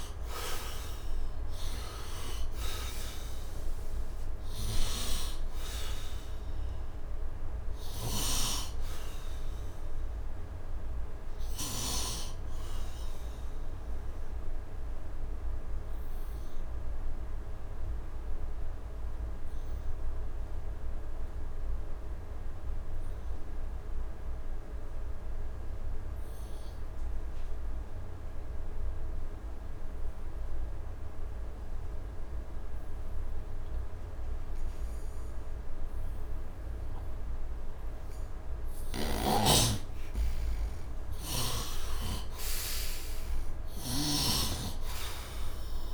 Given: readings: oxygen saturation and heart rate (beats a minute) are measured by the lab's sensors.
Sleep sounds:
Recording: breathing in sleep by a room microphone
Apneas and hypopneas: 1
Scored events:
0.00-1.00 s: arousal
0.00-26.50 s: oxygen desaturation (device-marked, oxygen 66% lowest, heart rate 71 extreme)
12.00-39.00 s: obstructive apnea (oxygen 98% before, 66% lowest, heart rate 115 before, 68 extreme, up 38 after)
32.50-45.94 s: oxygen desaturation (device-marked, oxygen 100% before, 73% lowest, heart rate 76 before, 68 extreme)
38.50-44.00 s: snoring (device-marked)
40.50-44.00 s: arousal
From the record:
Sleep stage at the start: N2 (light sleep)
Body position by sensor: on the right side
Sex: male

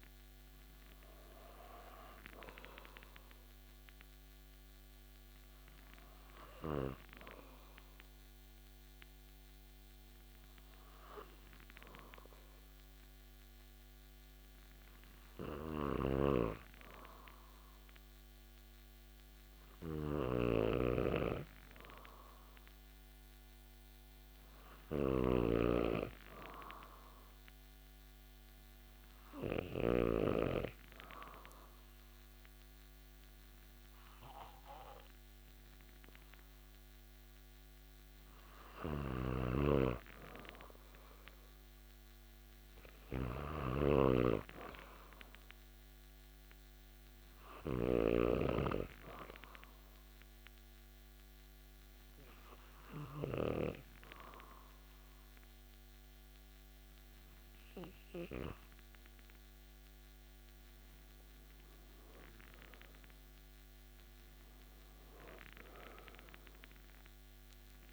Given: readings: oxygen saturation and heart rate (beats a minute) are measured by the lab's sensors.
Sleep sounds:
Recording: breathing in sleep by a microphone on the trachea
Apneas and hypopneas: 3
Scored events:
5.00-17.00 s: hypopnea (oxygen 96% before, 92% lowest)
16.00-30.00 s: snoring (device-marked)
21.50-25.00 s: arousal
27.50-39.50 s: hypopnea (oxygen 96% before, 92% lowest)
39.00-48.00 s: snoring (device-marked)
42.00-46.00 s: arousal
48.00-60.50 s: hypopnea (oxygen 96% before, 92% lowest)
62.00-65.00 s: arousal
From the record:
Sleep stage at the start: N2 (light sleep)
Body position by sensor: on the back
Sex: male

